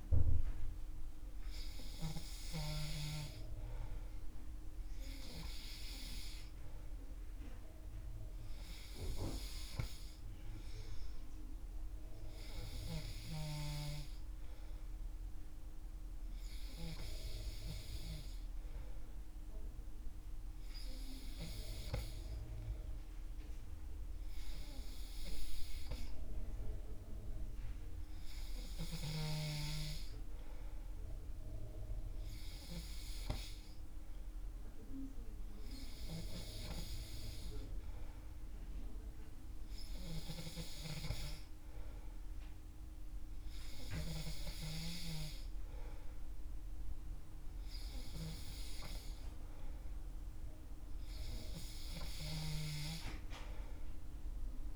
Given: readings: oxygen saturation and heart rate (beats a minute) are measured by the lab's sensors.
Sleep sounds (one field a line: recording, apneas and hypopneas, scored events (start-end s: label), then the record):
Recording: breathing in sleep by a room microphone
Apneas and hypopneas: none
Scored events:
none scored
From the record:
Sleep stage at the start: N3 (deep sleep)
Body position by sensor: on the back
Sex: male